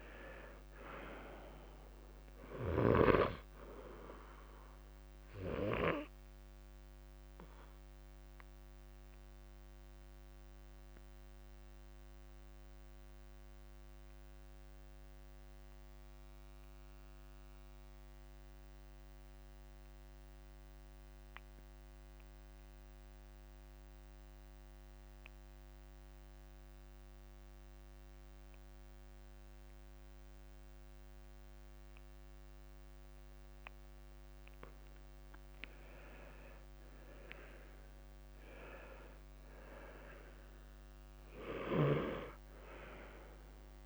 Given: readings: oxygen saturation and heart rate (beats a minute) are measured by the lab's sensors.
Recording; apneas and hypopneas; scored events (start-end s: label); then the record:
breathing in sleep by a microphone on the trachea; 1
0.00-27.00 s: oxygen desaturation (device-marked, oxygen 89% lowest, heart rate 50 extreme)
8.50-34.50 s: mixed apnea (oxygen 98% before, 89% lowest, heart rate 56 before, 51 extreme, up 14 after)
36.00-38.00 s: long interval between heartbeats (device-marked, heart rate 52 before, 62 extreme)
36.50-40.50 s: arousal
39.00-43.86 s: oxygen desaturation (device-marked, oxygen 97% before, 89% lowest, heart rate 54 before, 44 extreme)
From the record:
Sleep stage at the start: N2 (light sleep); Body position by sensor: on the left side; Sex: male